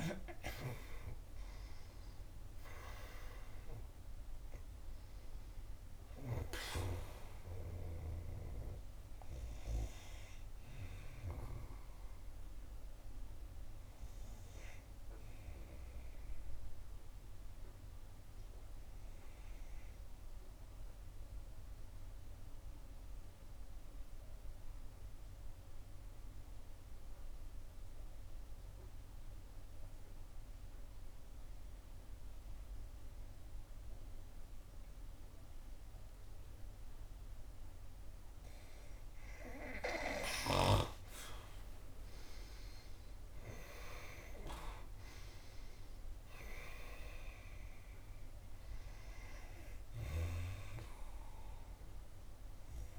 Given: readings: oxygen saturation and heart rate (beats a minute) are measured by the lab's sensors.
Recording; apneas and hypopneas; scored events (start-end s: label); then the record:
breathing in sleep by a room microphone; 1
0.00-4.00 s: arousal
14.50-26.50 s: oxygen desaturation (device-marked, oxygen 94% before, 89% lowest, heart rate 74 before, 61 extreme)
15.50-38.00 s: obstructive apnea (oxygen 97% before, 89% lowest, heart rate 73 before, 56 extreme, up 23 after)
39.50-45.00 s: arousal
41.50-43.50 s: long interval between heartbeats (device-marked, heart rate 65 before, 79 extreme)
43.50-52.98 s: oxygen desaturation (device-marked, oxygen 97% before, 90% lowest, heart rate 67 before, 56 extreme)
From the record:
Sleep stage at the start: N2 (light sleep); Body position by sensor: on the back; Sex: female